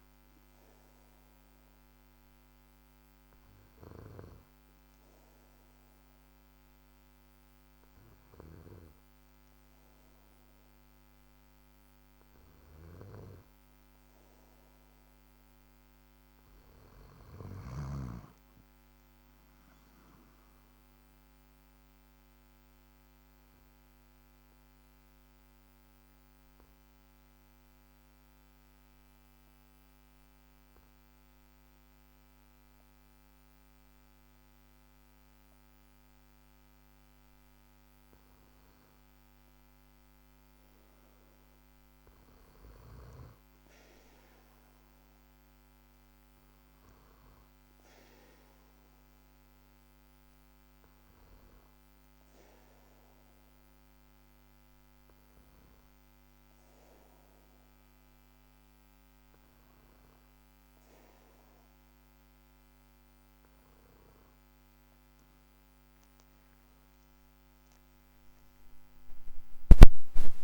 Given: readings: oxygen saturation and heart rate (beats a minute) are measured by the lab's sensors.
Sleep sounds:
breathing in sleep by a microphone on the trachea; 1
17.00-20.50 s: arousal
25.00-37.50 s: mixed apnea (oxygen 95% before, 93% lowest, heart rate 56 before, 49 extreme, up 8 after)
41.00-44.50 s: arousal
66.00-70.44 s: arousal
From the record:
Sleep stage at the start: N2 (light sleep); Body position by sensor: on the back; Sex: male

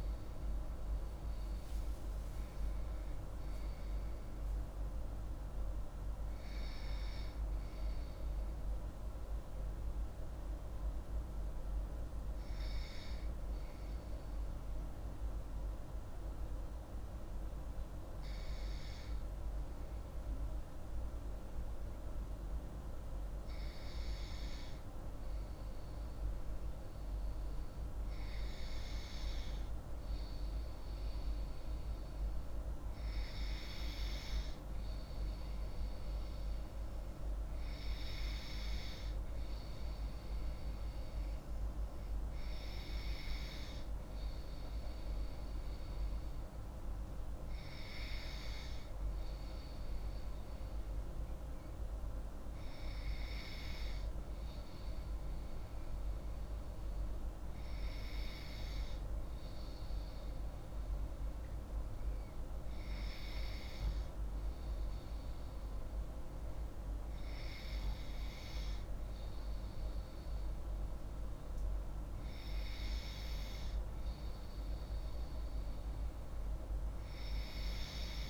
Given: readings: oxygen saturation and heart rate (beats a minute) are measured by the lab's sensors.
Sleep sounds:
breathing in sleep, hard to hear, by a room microphone; 1
0.00-4.00 s: arousal
11.50-26.50 s: hypopnea (oxygen 94% before, 93% lowest)
29.00-32.50 s: arousal
From the record:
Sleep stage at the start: N2 (light sleep); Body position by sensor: on the left side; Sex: female

